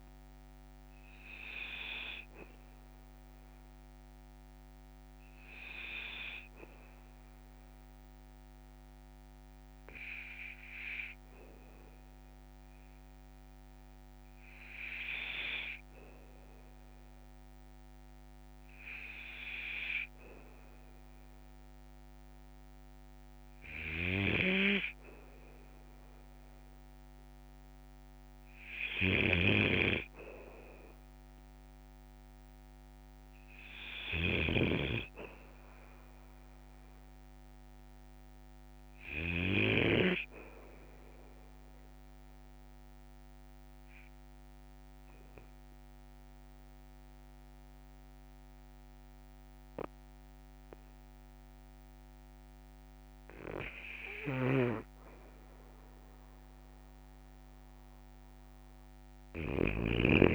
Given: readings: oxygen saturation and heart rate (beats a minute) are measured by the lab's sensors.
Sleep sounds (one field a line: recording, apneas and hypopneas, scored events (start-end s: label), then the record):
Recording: breathing in sleep by a microphone on the trachea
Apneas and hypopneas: 2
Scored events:
0.00-2.50 s: oxygen desaturation (device-marked, oxygen 93% lowest, heart rate 53 extreme)
7.00-23.00 s: obstructive apnea (oxygen 98% before, 94% lowest, heart rate 56 before, 56 extreme, up 3 after)
29.00-33.00 s: arousal
29.00-40.00 s: snoring (device-marked)
41.00-54.50 s: obstructive apnea (oxygen 98% before, 91% lowest, heart rate 57 before, 55 extreme, up 5 after)
41.50-57.50 s: oxygen desaturation (device-marked, oxygen 97% before, 94% lowest, heart rate 57 before, 55 extreme)
54.00-60.00 s: snoring (device-marked)
From the record:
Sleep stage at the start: N2 (light sleep)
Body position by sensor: on the back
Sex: male